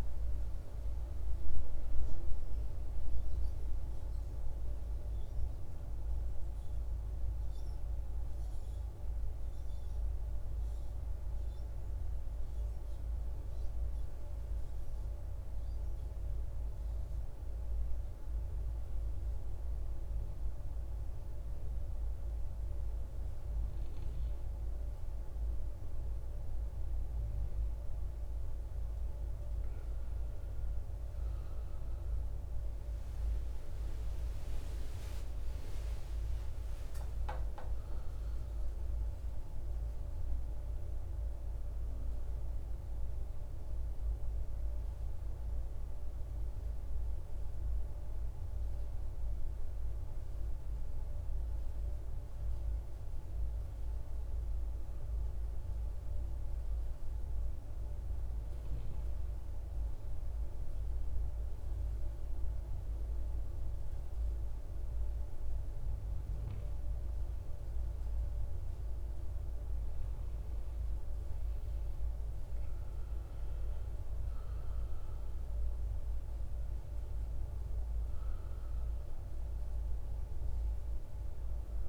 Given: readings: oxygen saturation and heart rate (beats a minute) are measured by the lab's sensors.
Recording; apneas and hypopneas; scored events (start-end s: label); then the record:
breathing in sleep, hard to hear, by a room microphone; 2
0.00-17.00 s: oxygen desaturation (device-marked, oxygen 93% lowest, heart rate 53 extreme)
5.00-20.50 s: hypopnea (oxygen 98% before, 93% lowest, heart rate 64 before, 53 extreme, up 5 after)
29.50-34.50 s: arousal
34.00-54.00 s: oxygen desaturation (device-marked, oxygen 98% before, 94% lowest, heart rate 58 before, 55 extreme)
42.50-58.50 s: hypopnea (oxygen 98% before, 94% lowest, heart rate 66 before, 55 extreme, up 5 after)
61.00-65.00 s: arousal
79.00-81.89 s: new sleep stage, N1 (lightest sleep)
From the record:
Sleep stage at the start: N2 (light sleep); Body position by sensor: on the right side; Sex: male